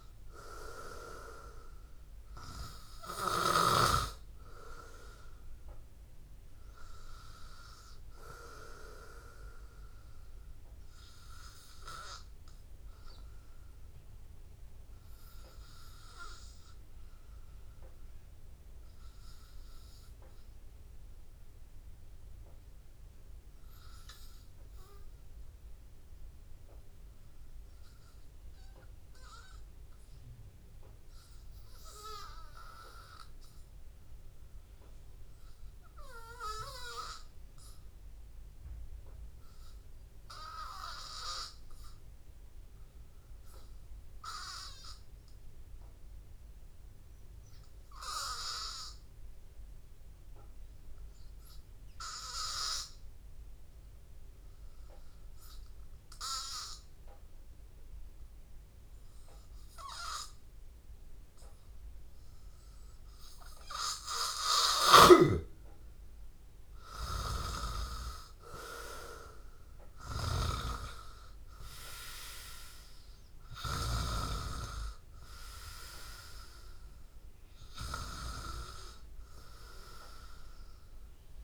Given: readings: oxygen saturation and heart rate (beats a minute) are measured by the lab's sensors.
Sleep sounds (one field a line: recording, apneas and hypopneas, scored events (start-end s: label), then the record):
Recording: breathing in sleep by a room microphone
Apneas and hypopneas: 1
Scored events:
0.00-28.00 s: oxygen desaturation (device-marked, oxygen 93% lowest, heart rate 82 extreme)
12.50-62.50 s: hypopnea (oxygen 98% before, 89% lowest, heart rate 85 before, 82 extreme, up 2 after)
48.00-81.44 s: oxygen desaturation (device-marked, oxygen 99% before, 89% lowest, heart rate 83 before, 82 extreme)
65.00-69.50 s: arousal
76.00-78.00 s: long interval between heartbeats (device-marked, heart rate 85 before, 87 extreme)
From the record:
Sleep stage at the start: REM sleep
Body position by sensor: on the back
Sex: male